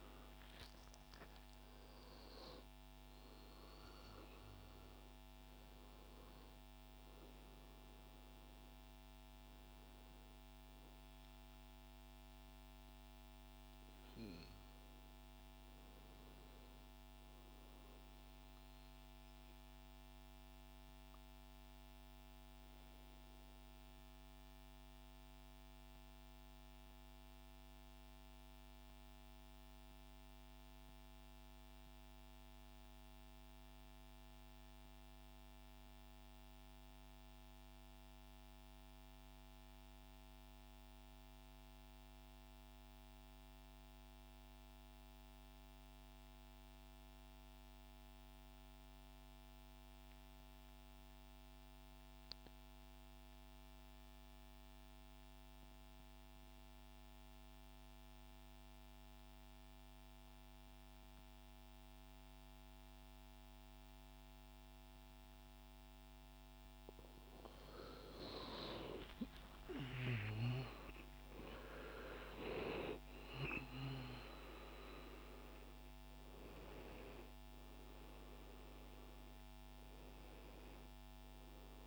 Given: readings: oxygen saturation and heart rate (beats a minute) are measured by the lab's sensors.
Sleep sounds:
breathing in sleep by a microphone on the trachea; 1
0.00-12.00 s: oxygen desaturation (device-marked, oxygen 92% lowest, heart rate 76 extreme)
18.00-65.50 s: mixed apnea (oxygen 97% before, 87% lowest, heart rate 146 before, 72 extreme, up 45 after)
44.00-81.87 s: oxygen desaturation (device-marked, oxygen 99% before, 87% lowest, heart rate 119 before, 95 extreme)
66.50-73.50 s: arousal
From the record:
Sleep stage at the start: N2 (light sleep); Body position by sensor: on the right side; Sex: male

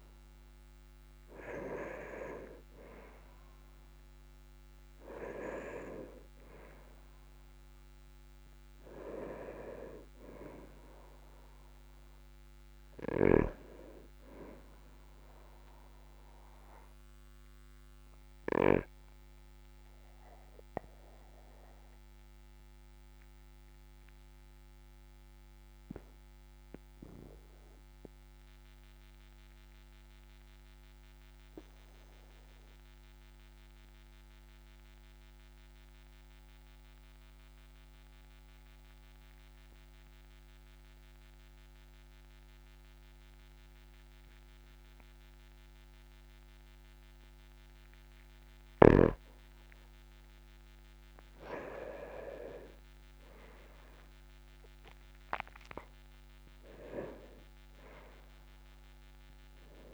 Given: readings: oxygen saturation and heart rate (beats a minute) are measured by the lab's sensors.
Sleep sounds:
breathing in sleep by a microphone on the trachea; 1
0.00-2.00 s: arousal
17.00-48.50 s: obstructive apnea (oxygen 99% before, 94% lowest, heart rate 49 before, 41 extreme, up 5 after)
52.50-56.50 s: arousal
From the record:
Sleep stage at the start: N2 (light sleep); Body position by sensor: on the back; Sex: male

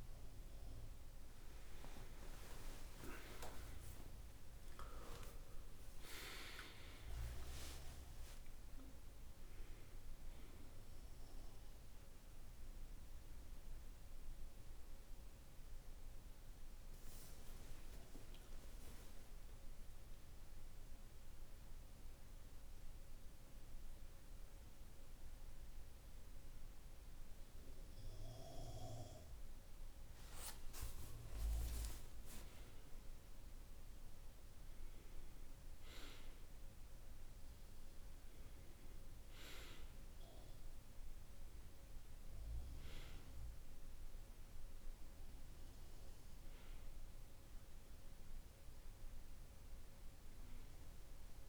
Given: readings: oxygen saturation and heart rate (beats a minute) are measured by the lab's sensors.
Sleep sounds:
a person awake in a sleep study, by a room microphone; none
37.50-51.48 s: new sleep stage, N1 (lightest sleep)
From the record:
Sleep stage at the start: awake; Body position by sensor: on the right side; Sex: male

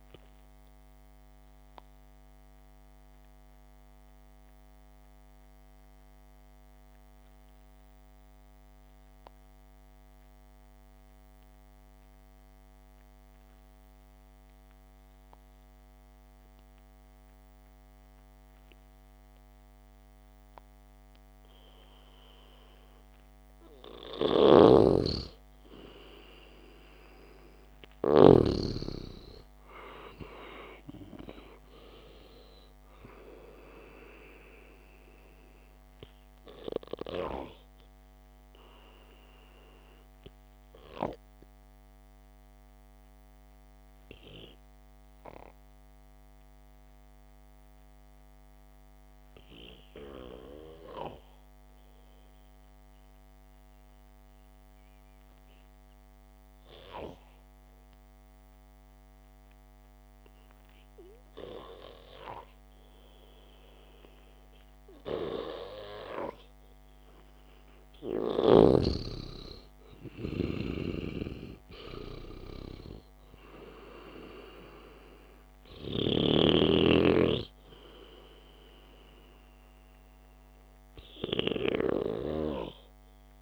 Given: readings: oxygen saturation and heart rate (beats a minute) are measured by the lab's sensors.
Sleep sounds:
breathing in sleep by a microphone on the trachea; 2
0.50-24.00 s: obstructive apnea (oxygen 97% before, 91% lowest, heart rate 59 before, 54 extreme, up 0 after)
11.50-19.50 s: oxygen desaturation (device-marked, oxygen 96% before, 91% lowest, heart rate 61 before, 54 extreme)
25.00-29.00 s: snoring (device-marked)
26.50-31.00 s: arousal
40.50-65.50 s: obstructive apnea (oxygen 99% before, 93% lowest, heart rate 61 before, 57 extreme)
67.00-71.00 s: arousal
From the record:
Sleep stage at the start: N2 (light sleep); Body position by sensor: on the back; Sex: male

